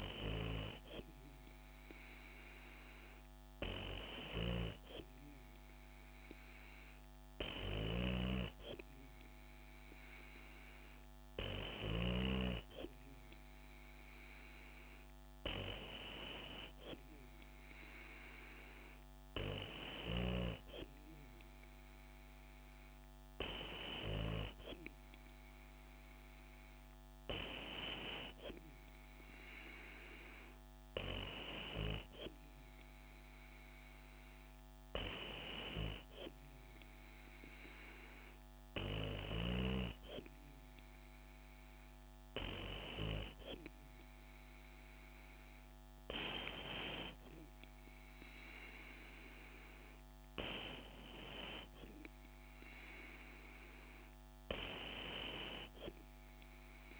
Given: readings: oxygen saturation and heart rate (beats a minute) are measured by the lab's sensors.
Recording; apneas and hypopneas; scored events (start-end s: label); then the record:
breathing in sleep by a microphone on the trachea; none
none scored
From the record:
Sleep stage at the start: N2 (light sleep); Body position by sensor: on the back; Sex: female